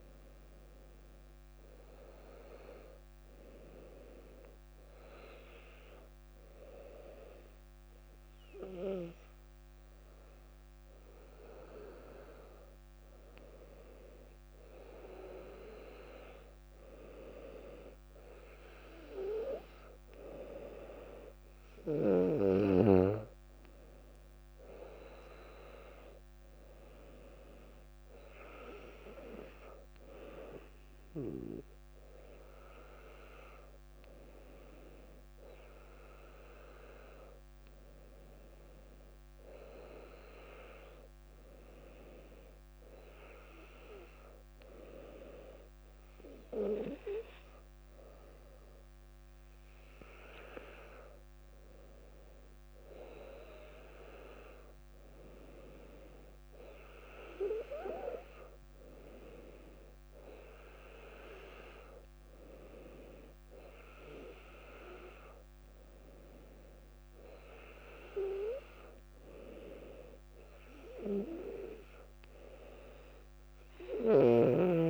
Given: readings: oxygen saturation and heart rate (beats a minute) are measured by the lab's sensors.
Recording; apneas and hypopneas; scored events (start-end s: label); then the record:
breathing in sleep by a microphone on the trachea; none
none scored
From the record:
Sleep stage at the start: N2 (light sleep); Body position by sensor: on the back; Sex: female